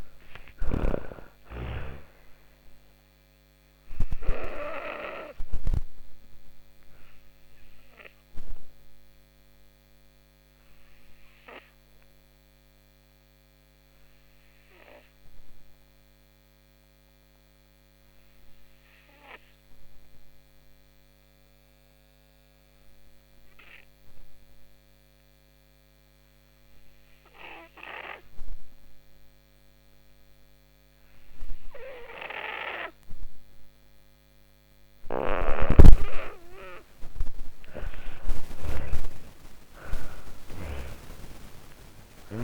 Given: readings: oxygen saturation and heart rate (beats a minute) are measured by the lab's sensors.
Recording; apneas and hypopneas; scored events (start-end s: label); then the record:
breathing in sleep by a microphone on the trachea; 1
0.00-22.50 s: oxygen desaturation (device-marked, oxygen 79% lowest)
3.00-33.50 s: obstructive apnea (oxygen 97% before, 79% lowest)
28.50-42.43 s: oxygen desaturation (device-marked, oxygen 97% before, 87% lowest)
36.00-40.00 s: arousal
37.00-41.00 s: snoring (device-marked)
From the record:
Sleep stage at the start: N2 (light sleep); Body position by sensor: on the back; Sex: female